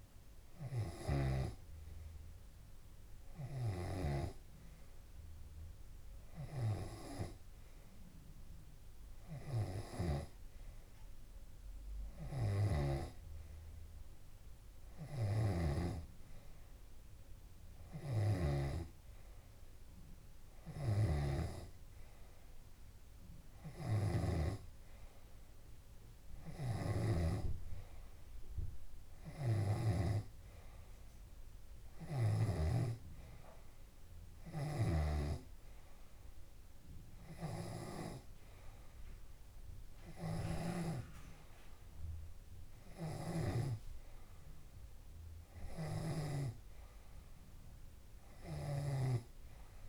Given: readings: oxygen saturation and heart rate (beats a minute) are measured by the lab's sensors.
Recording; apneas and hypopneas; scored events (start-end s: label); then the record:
breathing in sleep by a room microphone; none
0.00-1.00 s: long interval between heartbeats (device-marked, heart rate 130 extreme)
0.00-1.50 s: tachycardia (device-marked)
5.50-7.50 s: long interval between heartbeats (device-marked, heart rate 115 before, 25 extreme)
7.50-9.50 s: long interval between heartbeats (device-marked, heart rate 118 before, 58 extreme)
11.50-13.50 s: long interval between heartbeats (device-marked, heart rate 108 before, 95 extreme)
12.50-18.50 s: tachycardia (device-marked)
13.00-19.50 s: snoring (device-marked)
14.00-16.00 s: long interval between heartbeats (device-marked, heart rate 103 before, 91 extreme)
17.00-19.00 s: long interval between heartbeats (device-marked, heart rate 94 before, 123 extreme)
20.00-22.00 s: long interval between heartbeats (device-marked, heart rate 92 before, 105 extreme)
21.50-25.00 s: snoring (device-marked)
23.00-25.00 s: long interval between heartbeats (device-marked, heart rate 87 before, 87 extreme)
27.00-30.50 s: snoring (device-marked)
31.00-33.00 s: long interval between heartbeats (device-marked, heart rate 87 before, 37 extreme)
34.50-36.50 s: long interval between heartbeats (device-marked, heart rate 77 before, 80 extreme)
35.00-41.50 s: snoring (device-marked)
37.00-39.00 s: long interval between heartbeats (device-marked, heart rate 76 before, 75 extreme)
43.50-47.00 s: snoring (device-marked)
46.50-48.50 s: long interval between heartbeats (device-marked, heart rate 55 before, 43 extreme)
46.50-49.89 s: tachycardia (device-marked)
From the record:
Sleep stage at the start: N2 (light sleep); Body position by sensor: on the left side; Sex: male